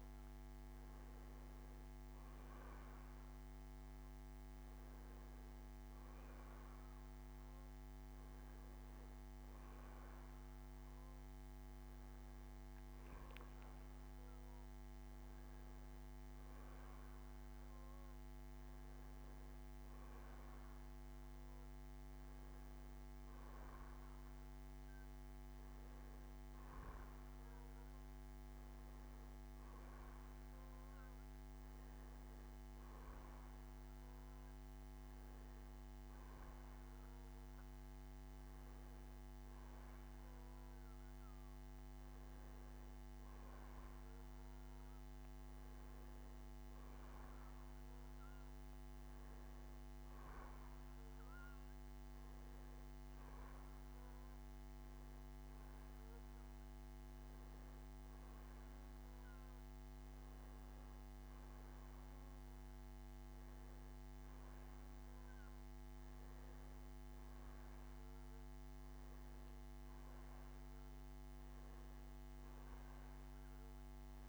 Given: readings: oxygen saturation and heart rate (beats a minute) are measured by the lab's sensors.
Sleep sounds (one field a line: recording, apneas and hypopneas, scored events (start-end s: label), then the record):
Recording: breathing in sleep, hard to hear, by a microphone on the trachea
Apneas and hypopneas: none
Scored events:
20.00-24.00 s: bradycardia (device-marked, heart rate 67 before, 52 extreme)
34.00-41.00 s: bradycardia (device-marked, heart rate 66 before, 58 extreme)
From the record:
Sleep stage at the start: N2 (light sleep)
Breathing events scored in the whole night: 171 in 4.9 hours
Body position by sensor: on the back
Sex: male